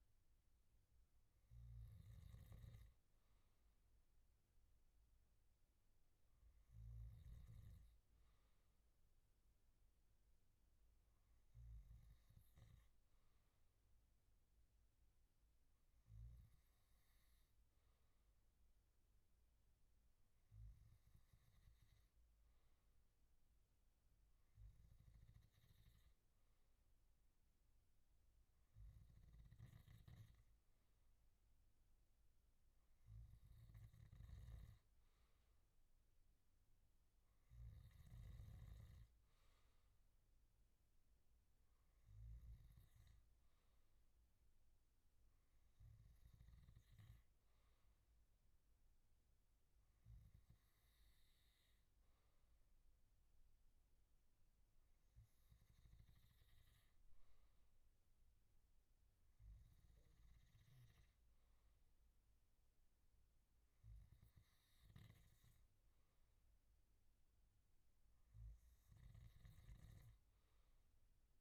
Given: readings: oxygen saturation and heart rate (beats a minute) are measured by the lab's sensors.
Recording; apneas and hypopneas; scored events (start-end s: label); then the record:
breathing in sleep, hard to hear, by a room microphone; none
none scored
From the record:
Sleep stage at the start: N2 (light sleep); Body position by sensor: on the back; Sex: male